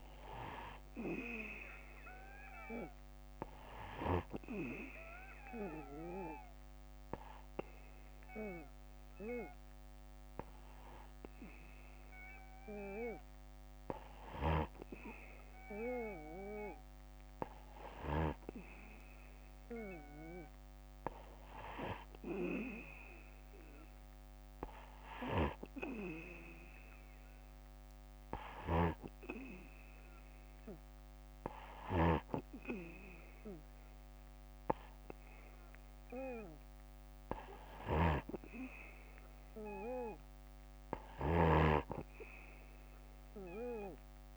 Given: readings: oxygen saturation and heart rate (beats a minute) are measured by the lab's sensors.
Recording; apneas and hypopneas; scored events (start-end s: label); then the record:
breathing in sleep by a microphone on the trachea; 1
3.00-14.00 s: obstructive apnea (oxygen 95% before, 93% lowest, heart rate 63 before, 63 extreme, up 0 after)
18.00-20.50 s: arousal
28.00-44.37 s: snoring (device-marked)
From the record:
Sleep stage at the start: N2 (light sleep); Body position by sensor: on the back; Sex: male